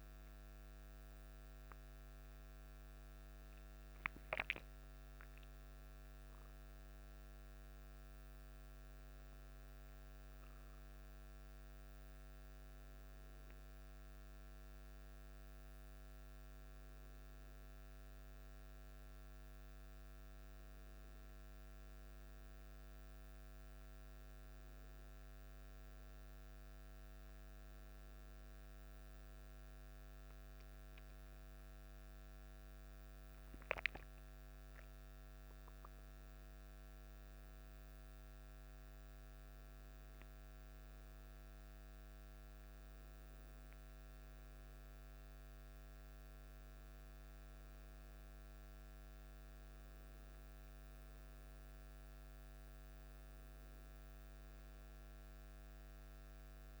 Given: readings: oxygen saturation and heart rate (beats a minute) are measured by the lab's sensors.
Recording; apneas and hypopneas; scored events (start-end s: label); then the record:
breathing in sleep, hard to hear, by a microphone on the trachea; none
none scored
From the record:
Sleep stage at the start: N1 (lightest sleep); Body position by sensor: on the back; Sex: male